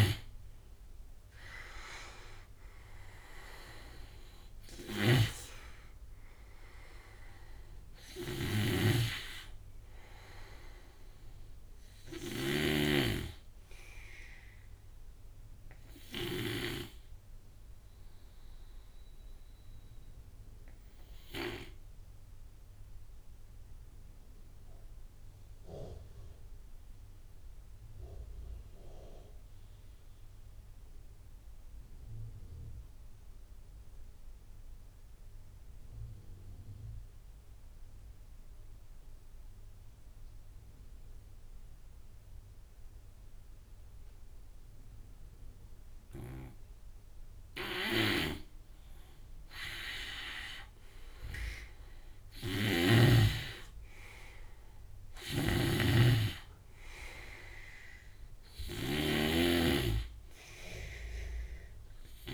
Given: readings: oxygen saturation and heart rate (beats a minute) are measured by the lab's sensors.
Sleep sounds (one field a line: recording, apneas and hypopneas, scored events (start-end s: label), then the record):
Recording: breathing in sleep by a room microphone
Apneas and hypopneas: 1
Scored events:
0.00-3.00 s: arousal
0.00-24.50 s: oxygen desaturation (device-marked, oxygen 82% lowest)
4.00-21.00 s: snoring (device-marked)
16.50-45.00 s: obstructive apnea (oxygen 97% before, 82% lowest)
38.50-62.34 s: oxygen desaturation (device-marked, oxygen 99% before, 85% lowest)
46.50-52.00 s: snoring (device-marked)
49.50-54.00 s: arousal
54.00-62.34 s: snoring (device-marked)
From the record:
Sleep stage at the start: N2 (light sleep)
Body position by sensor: on the right side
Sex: male